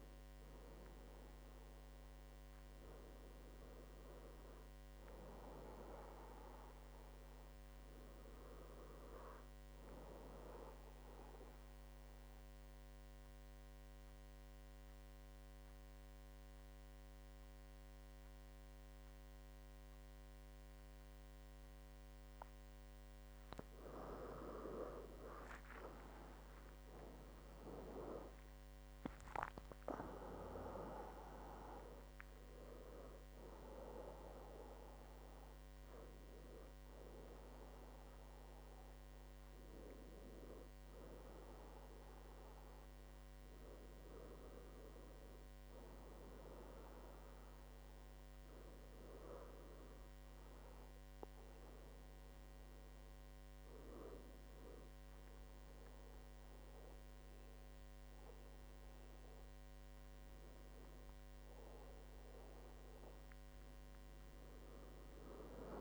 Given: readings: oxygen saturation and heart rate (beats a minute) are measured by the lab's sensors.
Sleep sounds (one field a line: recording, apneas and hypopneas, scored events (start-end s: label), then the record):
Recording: breathing in sleep by a microphone on the trachea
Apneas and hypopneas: 1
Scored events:
2.50-32.50 s: new sleep stage, N2 (light sleep)
11.00-24.00 s: obstructive apnea (oxygen 97% before, 92% lowest, heart rate 79 before, 71 extreme, up 12 after)
26.50-30.00 s: arousal
27.50-42.50 s: oxygen desaturation (device-marked, oxygen 96% before, 92% lowest, heart rate 73 before, 73 extreme)
32.50-65.81 s: new sleep stage, N1 (lightest sleep)
From the record:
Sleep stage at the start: N1 (lightest sleep)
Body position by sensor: on the back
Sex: male